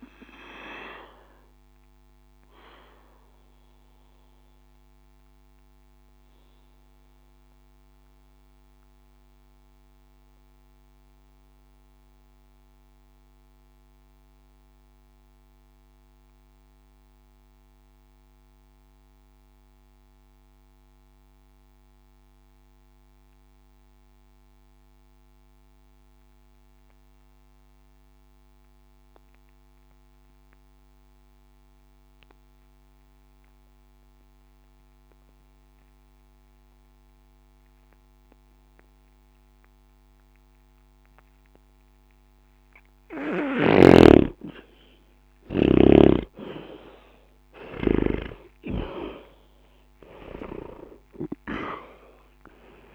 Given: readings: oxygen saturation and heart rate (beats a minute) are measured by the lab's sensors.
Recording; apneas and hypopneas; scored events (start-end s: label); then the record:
breathing in sleep by a microphone on the trachea; 1
0.00-16.50 s: oxygen desaturation (device-marked, oxygen 82% lowest, heart rate 60 extreme)
0.50-41.50 s: mixed apnea (oxygen 97% before, 78% lowest, heart rate 62 before, 60 extreme, up 0 after)
37.50-52.95 s: oxygen desaturation (device-marked, oxygen 98% before, 86% lowest, heart rate 60 before, 60 extreme)
46.00-50.50 s: arousal
From the record:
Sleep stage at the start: N2 (light sleep); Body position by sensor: on the back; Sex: male